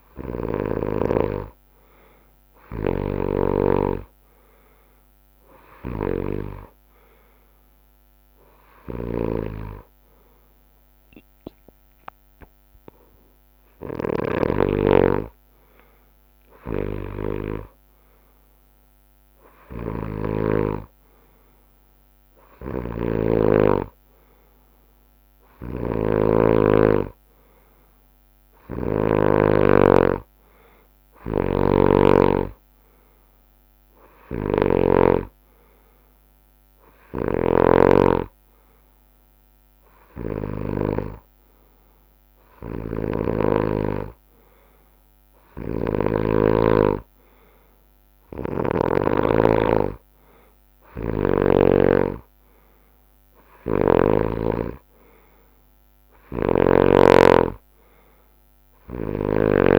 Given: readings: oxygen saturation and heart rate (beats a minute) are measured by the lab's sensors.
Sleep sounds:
breathing in sleep by a microphone on the trachea; none
0.00-1.00 s: snoring (device-marked)
3.50-12.50 s: drop in pulse transit time (device-marked, heart rate 69 before, 67 extreme)
5.50-7.50 s: long interval between heartbeats (device-marked, heart rate 70 before, 79 extreme)
13.50-29.00 s: snoring (device-marked)
31.00-35.00 s: snoring (device-marked)
37.00-41.00 s: snoring (device-marked)
47.50-56.50 s: drop in pulse transit time (device-marked, heart rate 70 before, 68 extreme)
48.00-51.50 s: snoring (device-marked)
56.00-59.50 s: snoring (device-marked)
56.50-58.50 s: long interval between heartbeats (device-marked, heart rate 71 before, 73 extreme)
From the record:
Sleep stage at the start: N2 (light sleep); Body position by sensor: on the right side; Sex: male

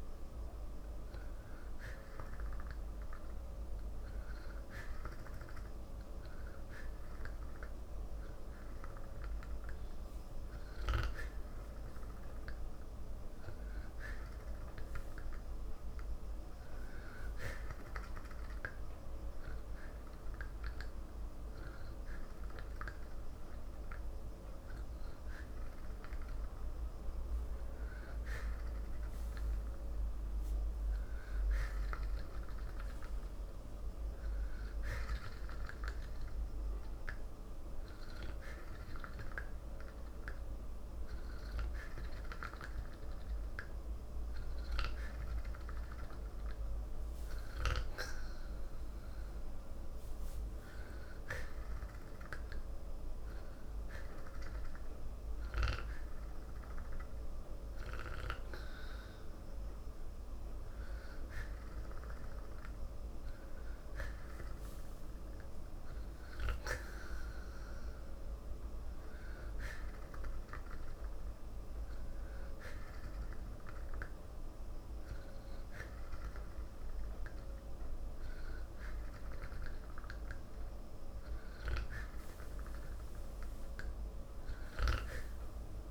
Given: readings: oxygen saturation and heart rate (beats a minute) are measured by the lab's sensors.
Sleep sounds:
breathing in sleep by a room microphone; none
none scored
From the record:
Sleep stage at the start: N3 (deep sleep); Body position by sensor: on the back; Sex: male

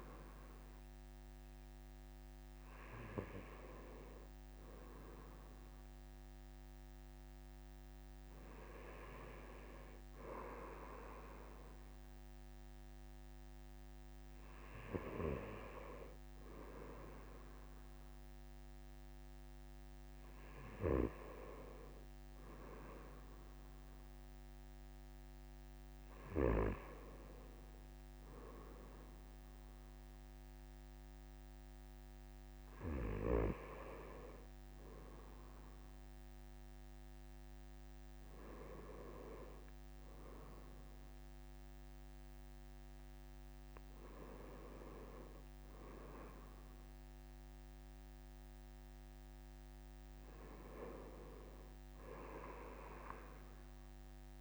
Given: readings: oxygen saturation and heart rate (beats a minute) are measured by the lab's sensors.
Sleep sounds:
breathing in sleep by a microphone on the trachea; none
none scored
From the record:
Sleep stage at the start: N2 (light sleep); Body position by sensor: on the right side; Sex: male

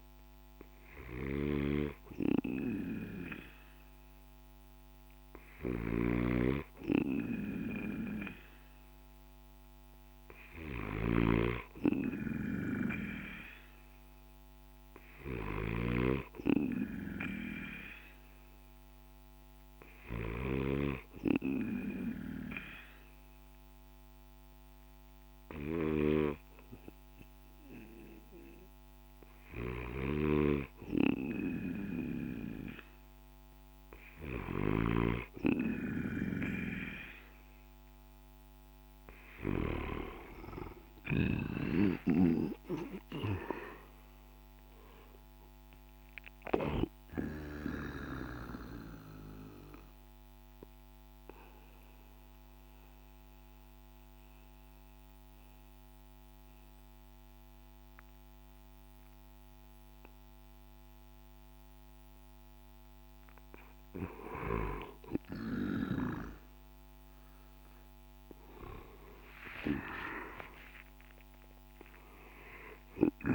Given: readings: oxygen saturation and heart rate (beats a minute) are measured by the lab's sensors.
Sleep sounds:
breathing in sleep by a microphone on the trachea; 1
0.00-8.50 s: drop in pulse transit time (device-marked, heart rate 55 extreme)
0.00-34.00 s: snoring (device-marked)
40.00-46.00 s: arousal
41.50-52.50 s: drop in pulse transit time (device-marked, heart rate 57 before, 57 extreme)
47.50-62.50 s: obstructive apnea (oxygen 93% before, 89% lowest, heart rate 59 before, 53 extreme, up 7 after)
67.50-72.00 s: arousal
68.50-73.35 s: drop in pulse transit time (device-marked, heart rate 57 before, 53 extreme)
From the record:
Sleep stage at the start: N2 (light sleep); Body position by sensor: on the back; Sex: male

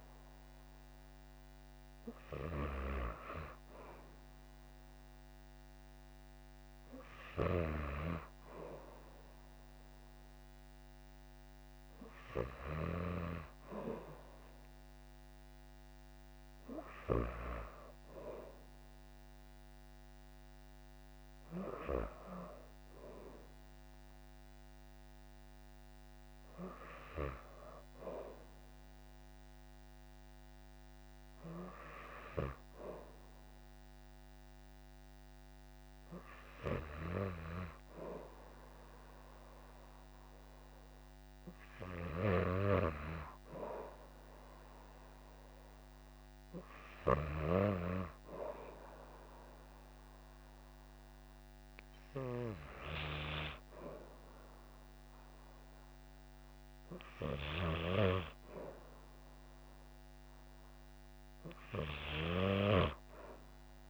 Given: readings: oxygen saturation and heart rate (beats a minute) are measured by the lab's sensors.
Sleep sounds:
breathing in sleep by a microphone on the trachea; none
none scored
From the record:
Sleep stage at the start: N2 (light sleep); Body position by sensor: on the back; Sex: female

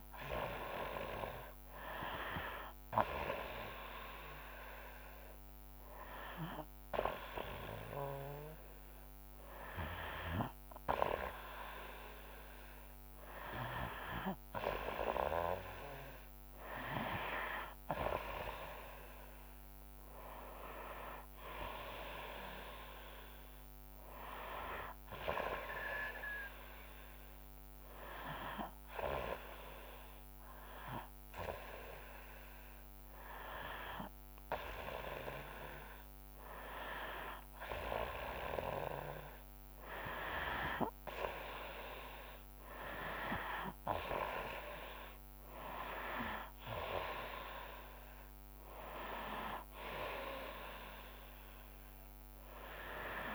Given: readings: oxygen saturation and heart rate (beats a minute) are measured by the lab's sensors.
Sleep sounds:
breathing in sleep by a microphone on the trachea; none
none scored
From the record:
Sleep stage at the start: N2 (light sleep); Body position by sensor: on the back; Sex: female

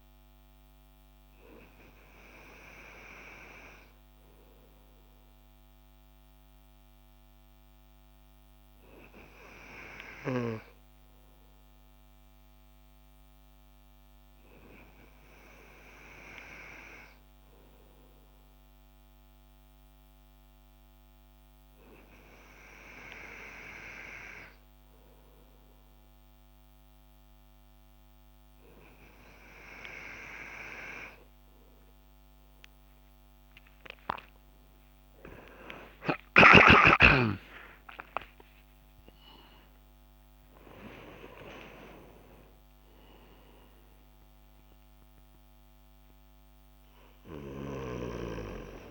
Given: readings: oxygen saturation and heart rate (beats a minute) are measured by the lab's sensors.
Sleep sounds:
breathing in sleep by a microphone on the trachea; none
35.50-40.50 s: arousal
From the record:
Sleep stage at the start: N2 (light sleep); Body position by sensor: on the back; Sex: male

